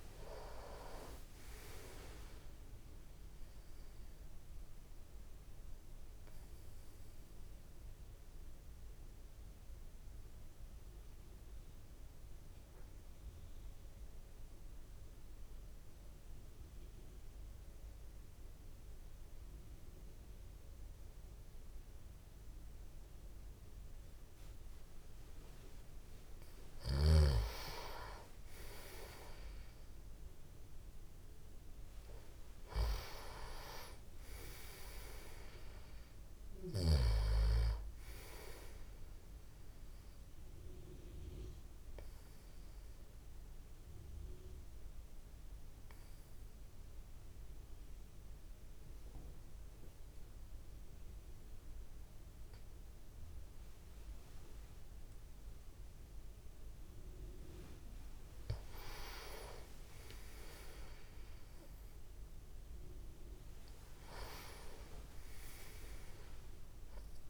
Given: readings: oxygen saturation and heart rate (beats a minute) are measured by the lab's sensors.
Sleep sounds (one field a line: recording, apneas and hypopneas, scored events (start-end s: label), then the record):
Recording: breathing in sleep by a room microphone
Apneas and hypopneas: 2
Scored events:
0.00-15.50 s: oxygen desaturation (device-marked, oxygen 90% lowest)
0.50-5.50 s: tachycardia (device-marked, heart rate 58 before, 111 extreme)
3.50-25.00 s: obstructive apnea (oxygen 98% before, 90% lowest, heart rate 63 before, 35 extreme)
25.50-31.50 s: tachycardia (device-marked, heart rate 59 before, 136 extreme)
27.50-31.00 s: arousal
29.50-55.50 s: oxygen desaturation (device-marked, oxygen 98% before, 92% lowest)
40.50-56.50 s: obstructive apnea (oxygen 98% before, 88% lowest)
58.50-62.00 s: arousal
From the record:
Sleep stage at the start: N2 (light sleep)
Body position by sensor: on the back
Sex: male